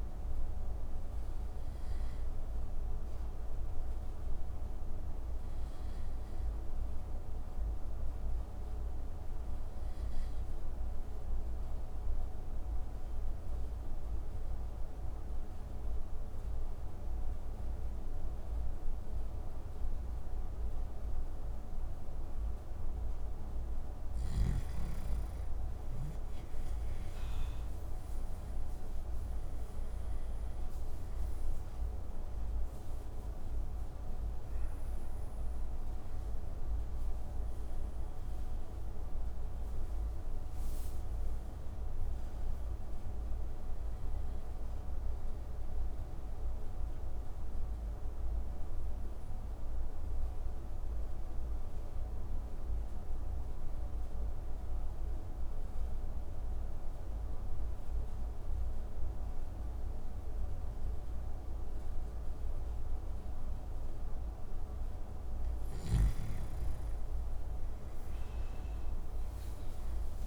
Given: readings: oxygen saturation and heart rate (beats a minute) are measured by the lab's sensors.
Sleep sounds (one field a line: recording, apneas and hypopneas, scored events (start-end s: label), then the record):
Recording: breathing in sleep, hard to hear, by a room microphone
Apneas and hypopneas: 2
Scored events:
9.00-23.00 s: mixed apnea (oxygen 97% before, 90% lowest)
27.00-31.50 s: arousal
29.00-59.00 s: oxygen desaturation (device-marked, oxygen 97% before, 90% lowest)
45.50-64.00 s: mixed apnea (oxygen 97% before, 90% lowest)
66.00-70.00 s: arousal
From the record:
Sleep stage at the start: N2 (light sleep)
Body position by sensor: on the back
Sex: male